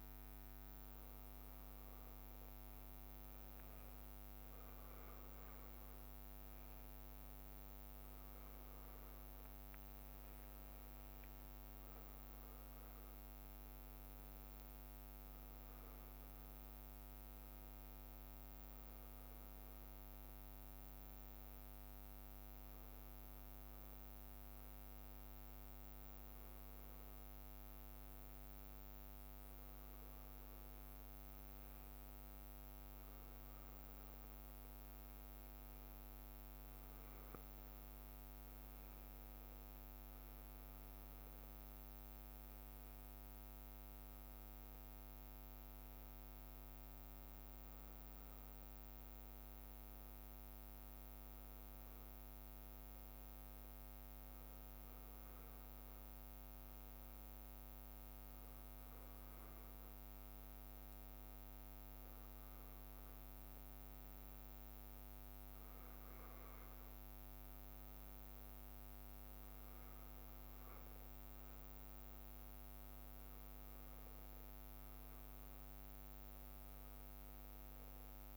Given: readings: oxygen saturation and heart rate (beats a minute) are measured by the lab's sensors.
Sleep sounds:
a person awake in a sleep study, hard to hear, by a microphone on the trachea; none
0.00-6.00 s: leg movement (device-marked)
0.50-2.50 s: bradycardia (device-marked, heart rate 60 before, 59 extreme)
7.00-14.50 s: leg movement (device-marked)
15.00-17.00 s: leg movement (device-marked)
20.50-39.50 s: bradycardia (device-marked, heart rate 60 before, 58 extreme)
26.00-35.00 s: leg movement (device-marked)
43.50-52.50 s: bradycardia (device-marked, heart rate 60 before, 59 extreme)
55.50-71.50 s: bradycardia (device-marked, heart rate 60 before, 58 extreme)
75.50-78.37 s: bradycardia (device-marked, heart rate 60 before, 59 extreme)
From the record:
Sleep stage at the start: awake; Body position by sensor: on the back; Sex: male

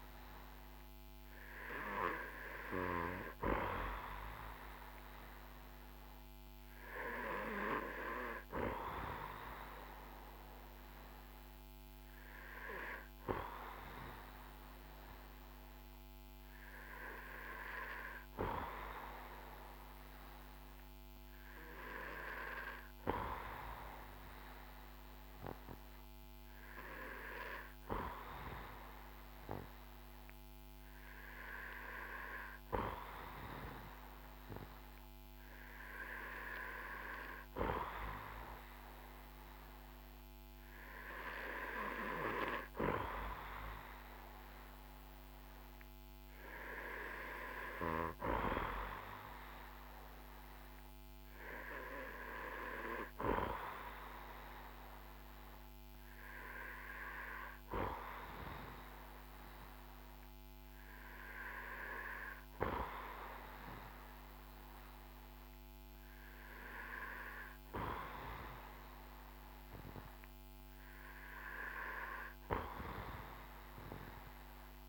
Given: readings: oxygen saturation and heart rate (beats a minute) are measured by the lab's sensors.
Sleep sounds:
breathing in sleep by a microphone on the trachea; none
none scored
From the record:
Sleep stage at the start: N2 (light sleep); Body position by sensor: on the back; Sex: male

